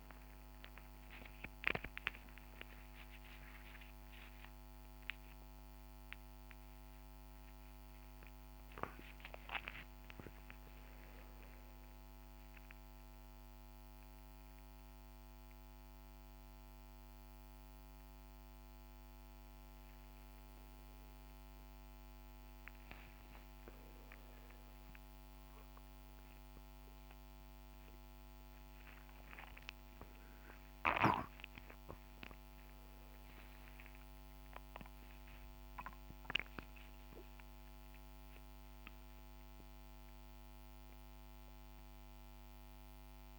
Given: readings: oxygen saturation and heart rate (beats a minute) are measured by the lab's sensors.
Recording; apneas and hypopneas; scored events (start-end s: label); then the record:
a person awake in a sleep study, by a microphone on the trachea; none
none scored
From the record:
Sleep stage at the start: awake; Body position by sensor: on the right side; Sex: male